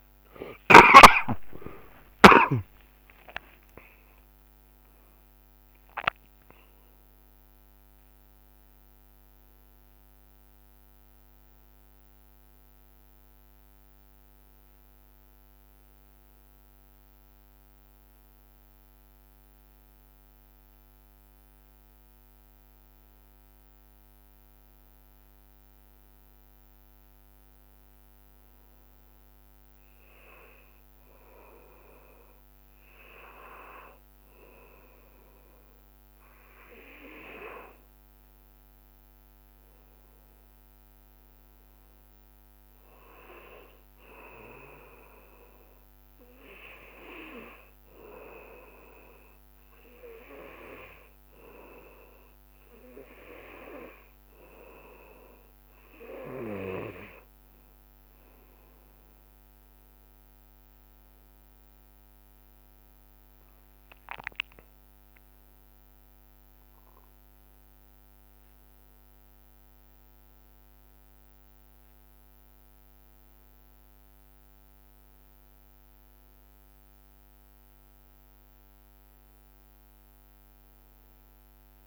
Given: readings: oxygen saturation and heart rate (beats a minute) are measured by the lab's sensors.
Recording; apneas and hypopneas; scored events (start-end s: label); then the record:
breathing in sleep by a microphone on the trachea; 1
1.00-5.00 s: arousal
2.00-4.00 s: long interval between heartbeats (device-marked, heart rate 65 before, 77 extreme)
12.00-14.00 s: long interval between heartbeats (device-marked, heart rate 79 before, 85 extreme)
40.50-43.50 s: arousal
46.00-58.00 s: obstructive apnea (oxygen 99% before, 95% lowest, heart rate 67 before, 67 extreme, up 0 after)
62.00-66.50 s: arousal
From the record:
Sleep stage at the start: N2 (light sleep); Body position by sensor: on the back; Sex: male